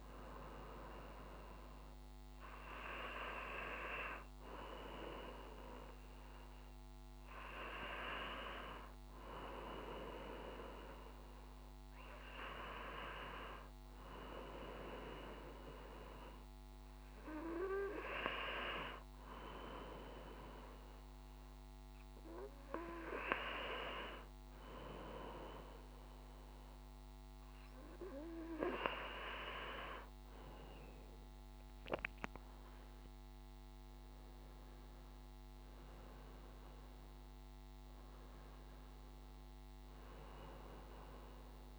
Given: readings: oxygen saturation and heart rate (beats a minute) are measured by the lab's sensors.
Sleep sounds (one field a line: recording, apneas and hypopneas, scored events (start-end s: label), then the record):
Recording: breathing in sleep by a microphone on the trachea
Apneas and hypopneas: none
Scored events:
31.50-35.50 s: arousal
From the record:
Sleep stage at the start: N2 (light sleep)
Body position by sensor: on the back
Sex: male